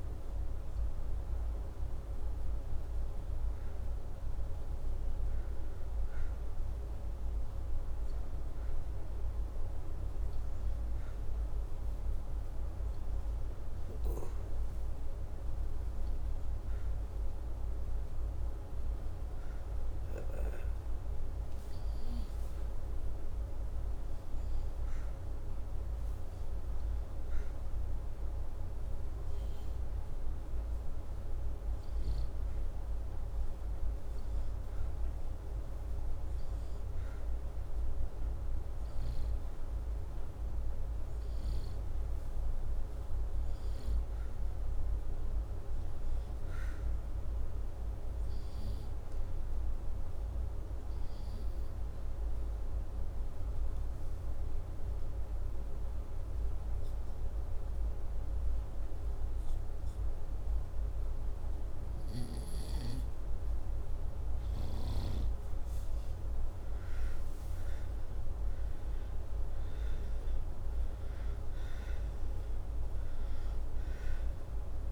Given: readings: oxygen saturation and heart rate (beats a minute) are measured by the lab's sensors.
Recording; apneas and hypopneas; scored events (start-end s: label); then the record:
breathing in sleep, hard to hear, by a room microphone; 1
45.50-49.50 s: arousal
52.50-64.00 s: hypopnea (oxygen 96% before, 88% lowest, heart rate 85 before, 82 extreme, up 3 after)
66.50-70.00 s: arousal
71.50-74.92 s: oxygen desaturation (device-marked, oxygen 95% before, 88% lowest, heart rate 84 before, 82 extreme)
From the record:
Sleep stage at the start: N2 (light sleep); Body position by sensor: upright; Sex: male